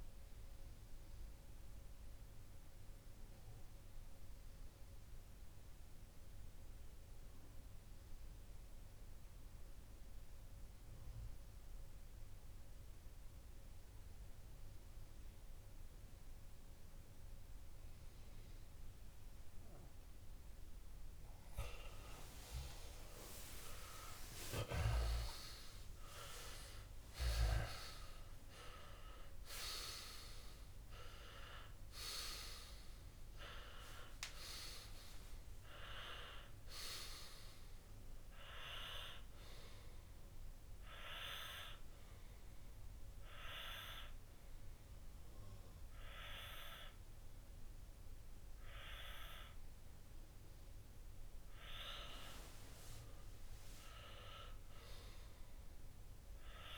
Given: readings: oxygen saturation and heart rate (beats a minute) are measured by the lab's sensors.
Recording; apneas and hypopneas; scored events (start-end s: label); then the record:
breathing in sleep by a room microphone; 2
1.00-19.50 s: obstructive apnea (oxygen 99% before, 95% lowest)
21.00-39.00 s: oxygen desaturation (device-marked, oxygen 98% before, 95% lowest)
22.00-26.00 s: arousal
41.00-51.00 s: obstructive apnea (oxygen 98% before, 94% lowest)
52.50-56.50 s: arousal
From the record:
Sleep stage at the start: N2 (light sleep); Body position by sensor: on the left side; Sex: male